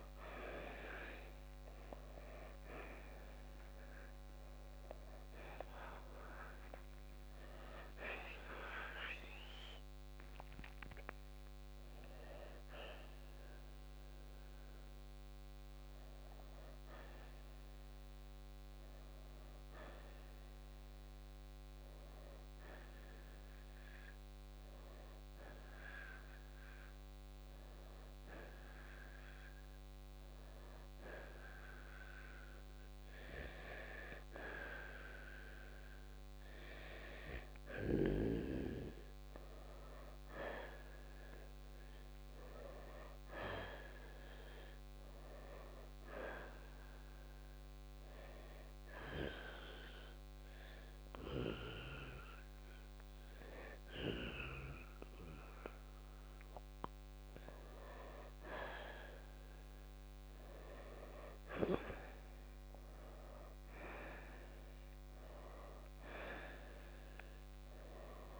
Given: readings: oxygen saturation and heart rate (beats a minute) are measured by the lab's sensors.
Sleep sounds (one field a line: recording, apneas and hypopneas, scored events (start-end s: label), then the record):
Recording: breathing in sleep by a microphone on the trachea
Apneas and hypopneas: 1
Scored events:
0.00-3.50 s: arousal
8.50-24.50 s: oxygen desaturation (device-marked, oxygen 92% before, 87% lowest, heart rate 64 before, 60 extreme)
27.50-32.50 s: arousal
46.00-57.00 s: hypopnea (oxygen 93% before, 86% lowest, heart rate 64 before, 56 extreme, up 5 after)
59.50-64.00 s: arousal
From the record:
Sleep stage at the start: N2 (light sleep)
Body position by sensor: on the right side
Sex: male